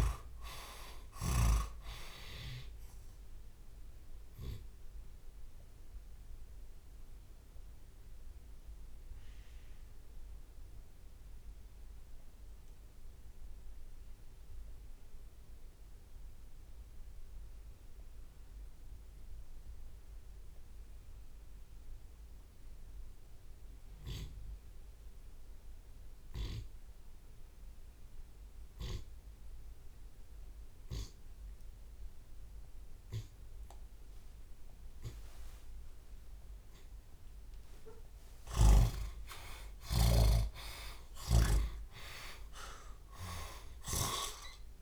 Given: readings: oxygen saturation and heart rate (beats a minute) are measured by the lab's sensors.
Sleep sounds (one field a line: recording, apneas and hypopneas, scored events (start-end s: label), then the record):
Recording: breathing in sleep by a room microphone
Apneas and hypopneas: 1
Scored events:
0.00-7.00 s: drop in pulse transit time (device-marked)
4.50-6.50 s: long interval between heartbeats (device-marked, heart rate 64 before, 26 extreme)
5.00-21.00 s: oxygen desaturation (device-marked, oxygen 93% before, 79% lowest)
6.50-36.50 s: obstructive apnea (oxygen 96% before, 65% lowest)
8.00-10.00 s: long interval between heartbeats (device-marked, heart rate 54 before, 43 extreme)
17.00-22.00 s: drop in pulse transit time (device-marked)
17.50-19.50 s: long interval between heartbeats (device-marked)
23.00-33.00 s: oxygen desaturation (device-marked, oxygen 92% before, 65% lowest, heart rate 30 before, 47 extreme)
24.50-26.50 s: long interval between heartbeats (device-marked, heart rate 32 before, 58 extreme)
25.00-29.00 s: tachycardia (device-marked, heart rate 52 before, 107 extreme)
26.50-28.50 s: long interval between heartbeats (device-marked, heart rate 36 before, 92 extreme)
29.00-31.00 s: long interval between heartbeats (device-marked, heart rate 46 before, 116 extreme)
30.00-38.00 s: tachycardia (device-marked, heart rate 52 before, 126 extreme)
31.00-33.00 s: long interval between heartbeats (device-marked, heart rate 53 before, 100 extreme)
33.00-35.00 s: long interval between heartbeats (device-marked, heart rate 60 before, 107 extreme)
34.00-43.00 s: drop in pulse transit time (device-marked, heart rate 63 before, 58 extreme)
38.00-42.00 s: arousal
38.50-40.50 s: long interval between heartbeats (device-marked, heart rate 80 before, 117 extreme)
From the record:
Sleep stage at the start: N2 (light sleep)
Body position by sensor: on the left side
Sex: male